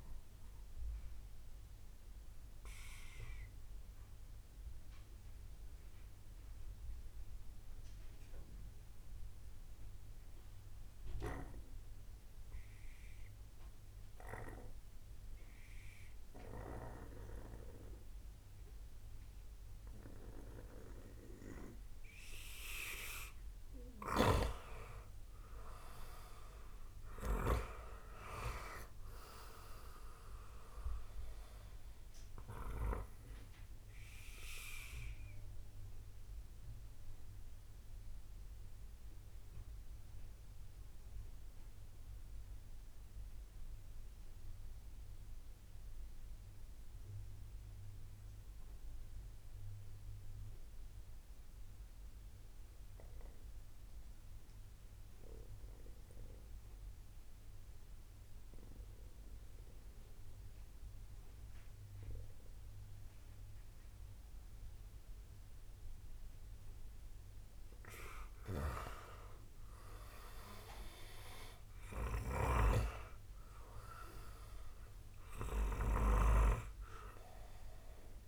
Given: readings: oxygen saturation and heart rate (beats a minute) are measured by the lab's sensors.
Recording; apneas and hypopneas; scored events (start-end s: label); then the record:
breathing in sleep by a room microphone; 2
2.00-22.50 s: obstructive apnea (oxygen 97% before, 93% lowest, heart rate 67 before, 39 extreme, up 9 after)
24.00-27.50 s: snoring (device-marked)
25.00-27.50 s: arousal
25.00-45.00 s: oxygen desaturation (device-marked, oxygen 96% before, 93% lowest, heart rate 63 before, 45 extreme)
33.00-67.50 s: obstructive apnea (oxygen 96% before, 93% lowest, heart rate 58 before, 39 extreme, up 21 after)
72.00-76.00 s: snoring (device-marked)
From the record:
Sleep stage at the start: N2 (light sleep); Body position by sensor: on the right side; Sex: male